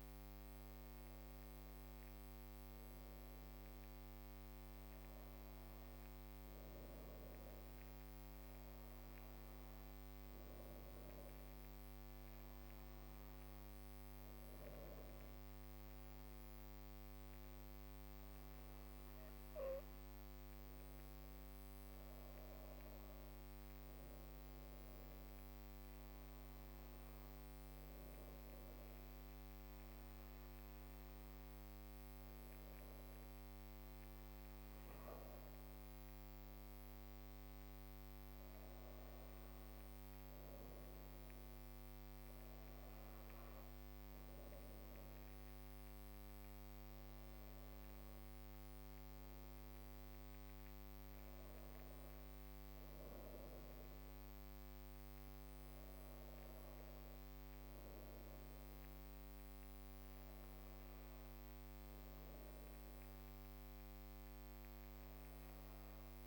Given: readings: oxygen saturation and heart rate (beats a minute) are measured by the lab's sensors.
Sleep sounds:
breathing in sleep, hard to hear, by a microphone on the trachea; none
0.00-1.00 s: arousal
From the record:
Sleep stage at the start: N2 (light sleep); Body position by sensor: on the back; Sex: female

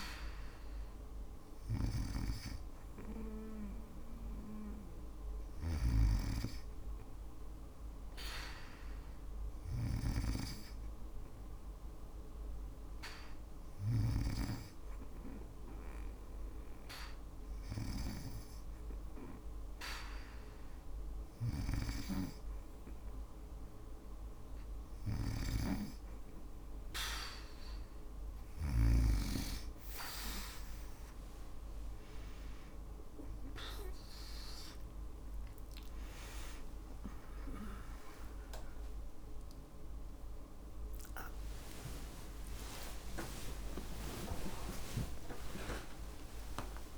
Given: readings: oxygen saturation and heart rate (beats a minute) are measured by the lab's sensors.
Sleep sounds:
a person partly awake in a sleep study, by a room microphone; 1
0.00-13.00 s: snoring (device-marked)
4.00-7.50 s: arousal
9.50-20.50 s: hypopnea (oxygen 97% before, 95% lowest, heart rate 57 before, 57 extreme, up 1 after)
34.00-46.98 s: new sleep stage, awake
40.00-46.98 s: tachycardia (device-marked, heart rate 59 before, 157 extreme)
From the record:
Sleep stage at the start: N2 (light sleep); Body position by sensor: on the back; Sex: female

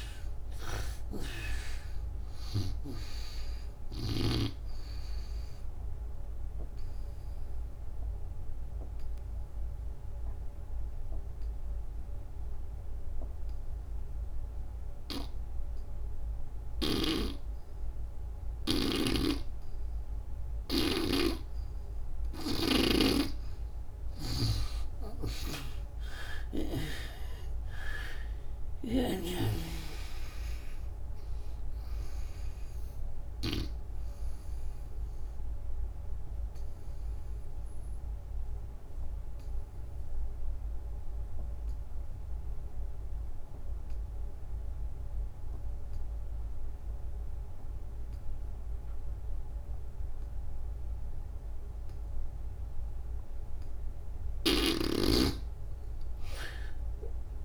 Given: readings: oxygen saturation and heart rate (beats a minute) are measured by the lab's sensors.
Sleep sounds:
breathing in sleep by a room microphone; 2
1.50-14.50 s: oxygen desaturation (device-marked, oxygen 97% before, 80% lowest, heart rate 70 before, 65 extreme)
5.50-22.00 s: obstructive apnea (oxygen 97% before, 73% lowest, heart rate 71 before, 65 extreme, up 34 after)
18.50-23.00 s: snoring (device-marked)
25.00-29.00 s: snoring (device-marked)
25.50-30.00 s: arousal
25.50-50.50 s: oxygen desaturation (device-marked, oxygen 96% before, 77% lowest, heart rate 74 before, 68 extreme)
33.50-52.00 s: obstructive apnea (oxygen 96% before, 73% lowest, heart rate 78 before, 67 extreme, up 15 after)
From the record:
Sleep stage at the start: N2 (light sleep); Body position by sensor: on the back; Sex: female

